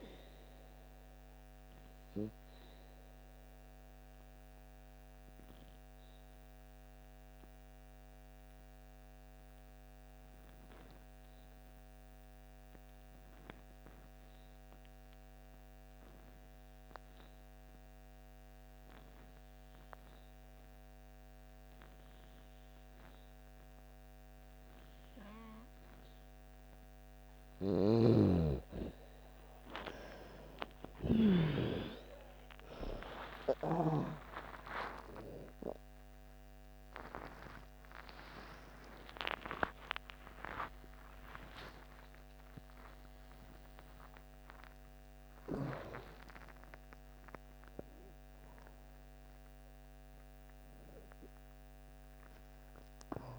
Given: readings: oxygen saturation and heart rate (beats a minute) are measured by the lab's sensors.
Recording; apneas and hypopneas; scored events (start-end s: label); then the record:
breathing in sleep by a microphone on the trachea; 1
0.00-15.50 s: oxygen desaturation (device-marked, oxygen 85% lowest)
1.50-26.50 s: obstructive apnea (oxygen 94% before, 80% lowest)
17.50-53.39 s: oxygen desaturation (device-marked, oxygen 98% before, 80% lowest)
27.00-31.00 s: snoring (device-marked)
32.50-40.50 s: arousal
From the record:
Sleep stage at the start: N2 (light sleep); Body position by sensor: on the back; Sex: female